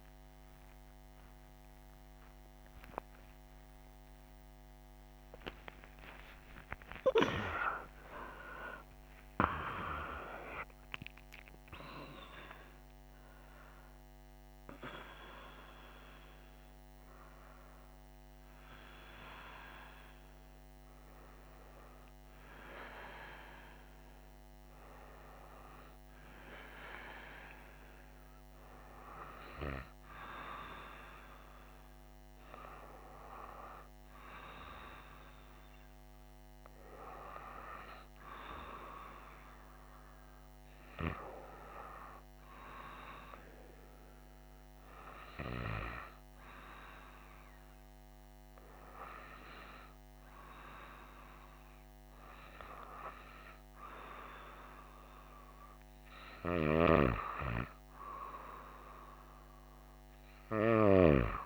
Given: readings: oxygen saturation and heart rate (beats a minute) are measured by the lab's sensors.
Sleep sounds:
a person partly awake in a sleep study, by a microphone on the trachea; none
12.00-61.46 s: new sleep stage, N1 (lightest sleep)
From the record:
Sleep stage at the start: awake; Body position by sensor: on the right side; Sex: female

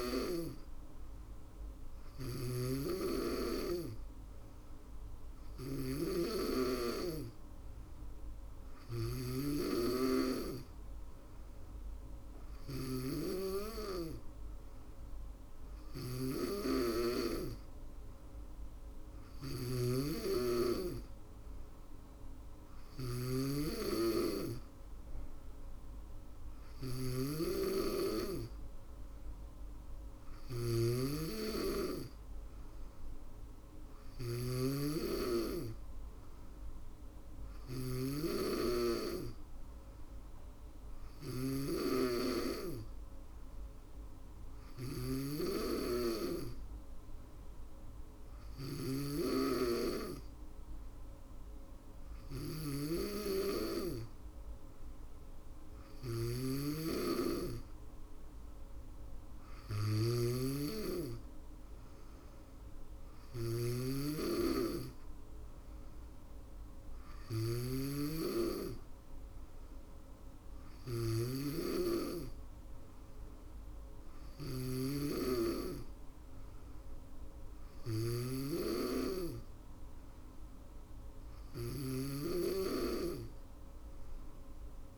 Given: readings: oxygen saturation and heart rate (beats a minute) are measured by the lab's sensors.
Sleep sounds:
breathing in sleep by a room microphone; none
0.00-3.50 s: drop in pulse transit time (device-marked, heart rate 63 extreme)
0.00-12.00 s: snoring (device-marked)
18.50-84.98 s: snoring (device-marked)
From the record:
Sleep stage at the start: N2 (light sleep); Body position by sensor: on the back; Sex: female

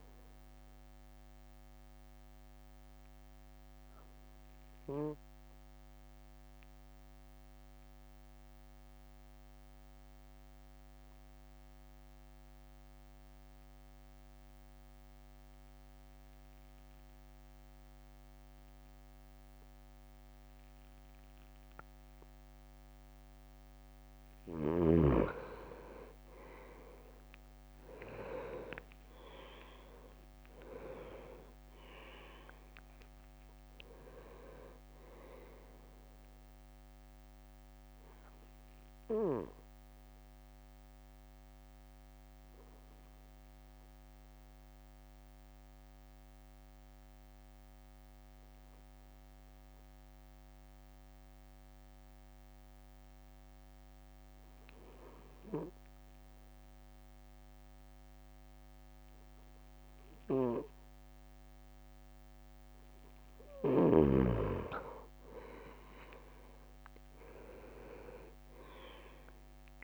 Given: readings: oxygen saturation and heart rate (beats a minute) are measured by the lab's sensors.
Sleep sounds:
breathing in sleep by a microphone on the trachea; 2
0.50-23.50 s: obstructive apnea (oxygen 99% before, 96% lowest)
26.00-30.50 s: arousal
26.50-31.00 s: leg movement (device-marked)
38.00-63.00 s: obstructive apnea (oxygen 99% before, 97% lowest)
65.50-69.50 s: arousal
From the record:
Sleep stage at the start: N2 (light sleep); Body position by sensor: on the right side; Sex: male

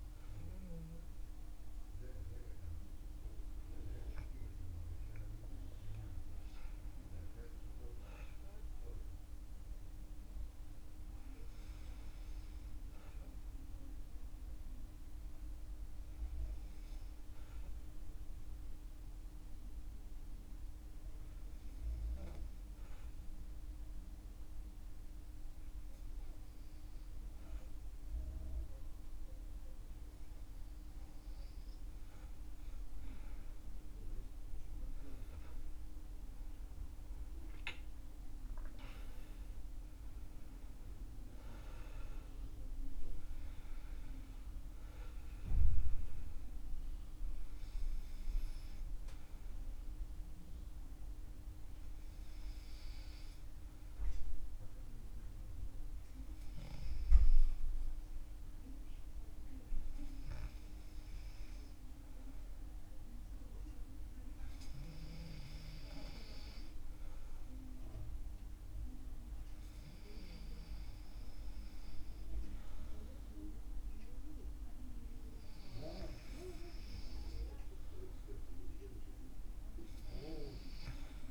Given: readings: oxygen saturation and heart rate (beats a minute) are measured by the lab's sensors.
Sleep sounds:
breathing in sleep by a room microphone; 1
8.00-12.00 s: arousal
15.50-31.50 s: obstructive apnea (oxygen 98% before, 96% lowest, heart rate 64 before, 58 extreme, up 16 after)
34.00-38.00 s: arousal
From the record:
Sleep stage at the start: N2 (light sleep); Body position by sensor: on the back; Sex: male

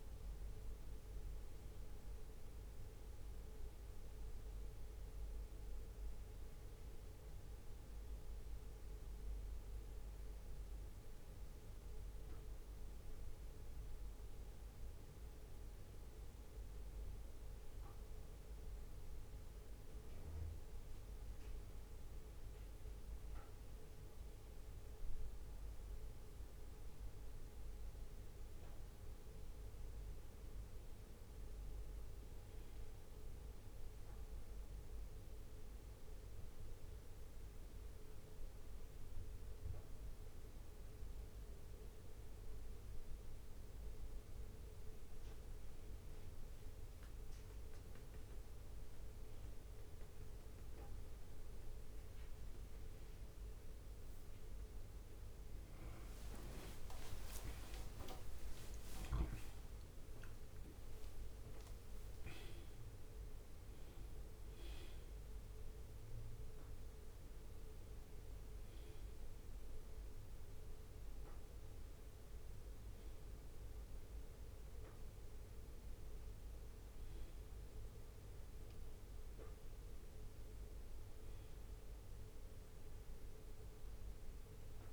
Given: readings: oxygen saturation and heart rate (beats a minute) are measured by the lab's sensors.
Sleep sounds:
a person awake in a sleep study, hard to hear, by a room microphone; none
34.50-36.50 s: leg movement (device-marked)
53.50-62.00 s: leg movement (device-marked)
From the record:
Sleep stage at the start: awake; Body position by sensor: on the left side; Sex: male

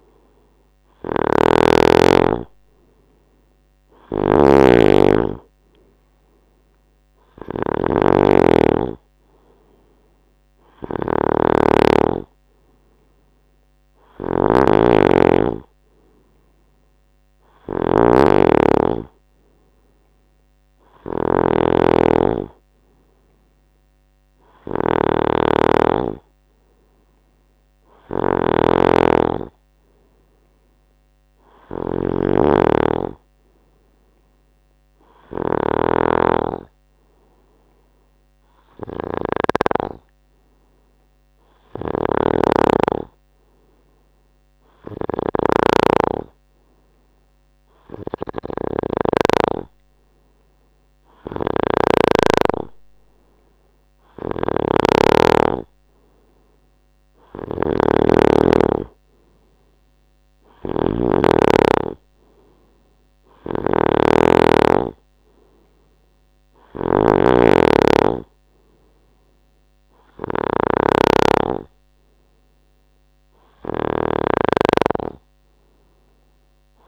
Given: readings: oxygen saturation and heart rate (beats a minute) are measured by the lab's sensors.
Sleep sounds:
breathing in sleep by a microphone on the trachea; none
0.00-49.00 s: snoring (device-marked)
51.00-76.88 s: snoring (device-marked)
From the record:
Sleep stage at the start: N3 (deep sleep); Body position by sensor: on the right side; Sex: male

